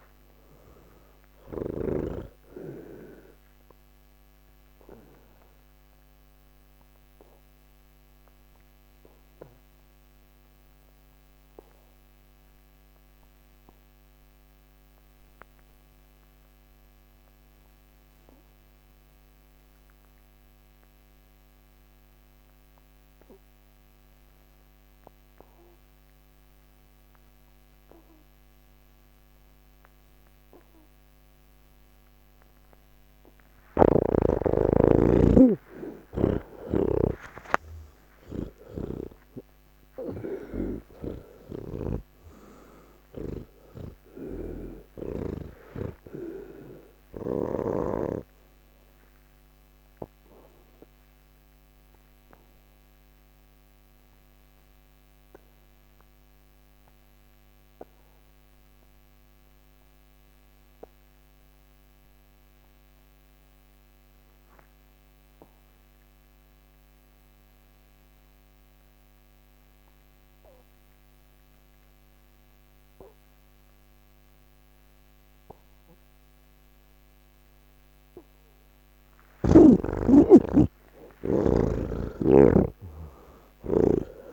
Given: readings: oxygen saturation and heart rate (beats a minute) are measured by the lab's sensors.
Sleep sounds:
breathing in sleep by a microphone on the trachea; 2
2.00-19.00 s: oxygen desaturation (device-marked, oxygen 89% before, 81% lowest)
3.50-32.00 s: obstructive apnea (oxygen 99% before, 81% lowest)
28.00-65.00 s: oxygen desaturation (device-marked, oxygen 99% before, 81% lowest)
38.50-48.00 s: snoring (device-marked)
50.00-78.50 s: obstructive apnea (oxygen 99% before, 79% lowest)
67.00-84.33 s: oxygen desaturation (device-marked, oxygen 98% before, 79% lowest)
From the record:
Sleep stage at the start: N3 (deep sleep); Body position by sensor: on the back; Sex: male

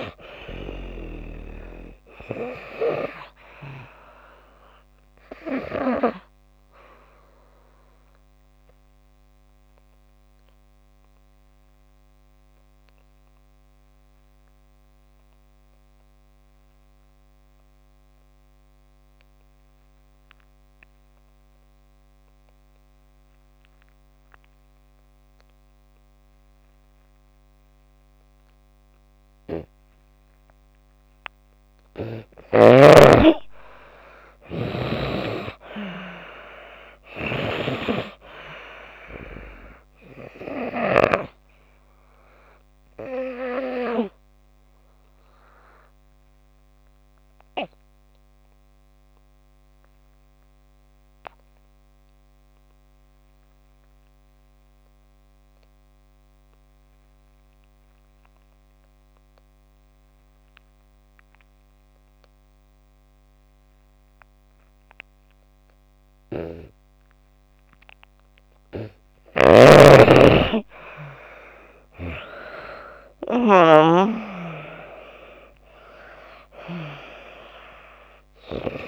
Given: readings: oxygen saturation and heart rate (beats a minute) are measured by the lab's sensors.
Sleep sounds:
breathing in sleep by a microphone on the trachea; 2
0.00-28.00 s: oxygen desaturation (device-marked, oxygen 79% lowest)
5.00-31.00 s: obstructive apnea (oxygen 97% before, 79% lowest)
33.50-36.50 s: arousal
40.00-66.00 s: oxygen desaturation (device-marked, oxygen 97% before, 80% lowest)
40.50-68.00 s: obstructive apnea (oxygen 97% before, 79% lowest)
69.00-73.50 s: snoring (device-marked)
71.00-74.00 s: arousal
From the record:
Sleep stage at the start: N2 (light sleep); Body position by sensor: on the back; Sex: female

